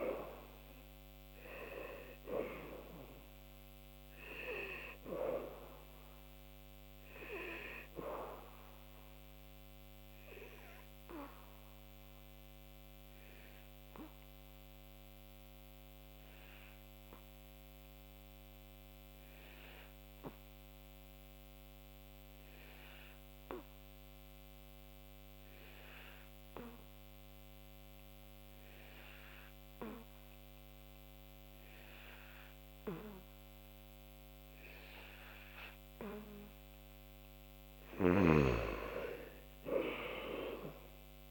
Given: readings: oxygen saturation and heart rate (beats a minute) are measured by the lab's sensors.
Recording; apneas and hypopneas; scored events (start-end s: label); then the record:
breathing in sleep by a microphone on the trachea; 1
0.00-17.00 s: oxygen desaturation (device-marked, oxygen 87% lowest, heart rate 68 extreme)
9.00-37.00 s: obstructive apnea (oxygen 98% before, 86% lowest, heart rate 74 before, 68 extreme, up 10 after)
30.00-41.31 s: oxygen desaturation (device-marked, oxygen 97% before, 86% lowest, heart rate 75 before, 68 extreme)
38.50-41.31 s: arousal
From the record:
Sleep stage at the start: N2 (light sleep); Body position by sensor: on the back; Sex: male